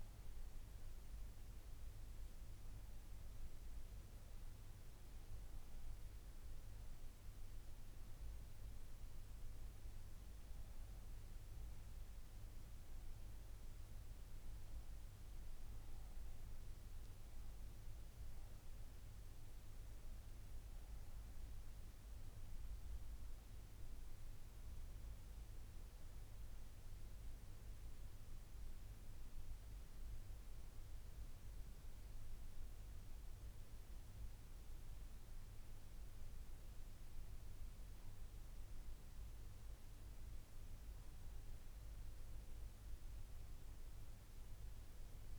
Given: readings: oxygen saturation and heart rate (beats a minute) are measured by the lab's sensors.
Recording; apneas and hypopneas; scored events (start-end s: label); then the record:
breathing in sleep, hard to hear, by a room microphone; none
none scored
From the record:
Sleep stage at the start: N2 (light sleep); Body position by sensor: on the back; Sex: female